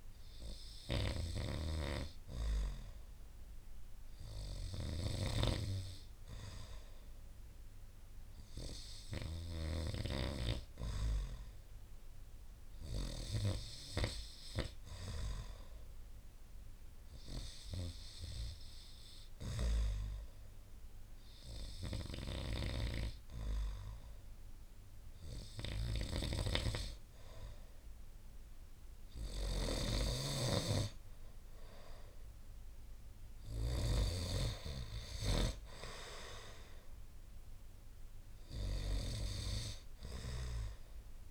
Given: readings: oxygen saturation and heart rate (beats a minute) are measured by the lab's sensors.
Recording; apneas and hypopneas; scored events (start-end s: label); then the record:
breathing in sleep by a room microphone; 1
0.00-6.50 s: oxygen desaturation (device-marked, oxygen 87% lowest)
0.00-13.50 s: snoring (device-marked)
13.50-29.00 s: hypopnea (oxygen 94% before, 94% lowest)
22.00-34.00 s: snoring (device-marked)
31.50-34.50 s: arousal
From the record:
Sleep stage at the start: N2 (light sleep); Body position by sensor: on the right side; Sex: male